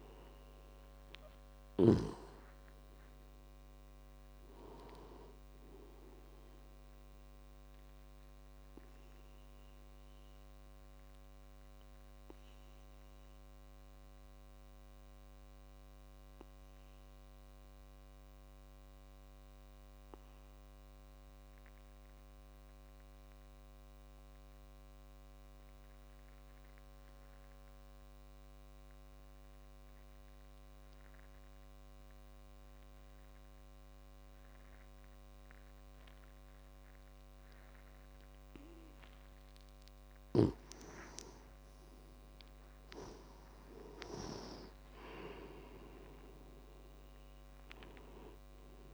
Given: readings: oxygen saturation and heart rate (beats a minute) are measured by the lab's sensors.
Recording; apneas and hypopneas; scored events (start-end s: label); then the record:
breathing in sleep by a microphone on the trachea; 1
0.00-19.50 s: oxygen desaturation (device-marked, oxygen 89% lowest)
9.00-39.50 s: obstructive apnea (oxygen 98% before, 87% lowest)
34.50-48.94 s: oxygen desaturation (device-marked, oxygen 98% before, 87% lowest)
41.50-45.00 s: arousal
From the record:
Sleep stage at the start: N2 (light sleep); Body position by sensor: on the back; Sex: male